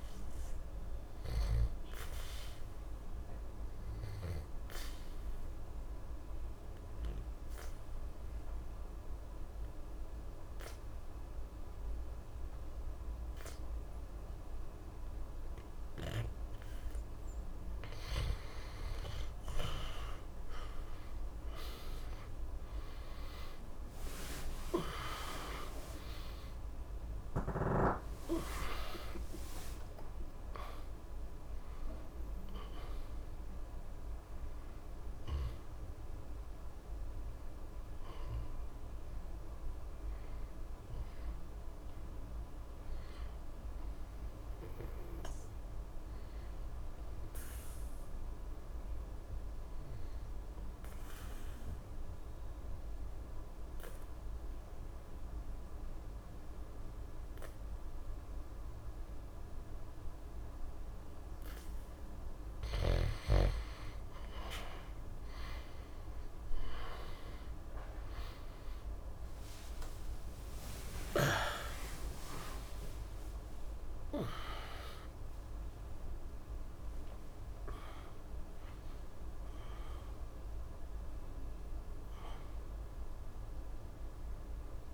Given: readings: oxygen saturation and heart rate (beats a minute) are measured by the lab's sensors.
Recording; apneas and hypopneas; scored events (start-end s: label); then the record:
breathing in sleep by a room microphone; 2
0.50-50.50 s: oxygen desaturation (device-marked, oxygen 97% before, 86% lowest, heart rate 61 before, 60 extreme)
1.50-16.50 s: obstructive apnea (oxygen 97% before, 86% lowest, heart rate 61 before, 61 extreme, up 3 after)
22.50-29.00 s: arousal
47.00-61.00 s: obstructive apnea (oxygen 93% before, 86% lowest, heart rate 73 before, 60 extreme, up 0 after)
67.50-84.94 s: oxygen desaturation (device-marked, oxygen 97% before, 87% lowest, heart rate 61 before, 59 extreme)
69.00-74.00 s: arousal
From the record:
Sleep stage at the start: N2 (light sleep); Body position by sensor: on the back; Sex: male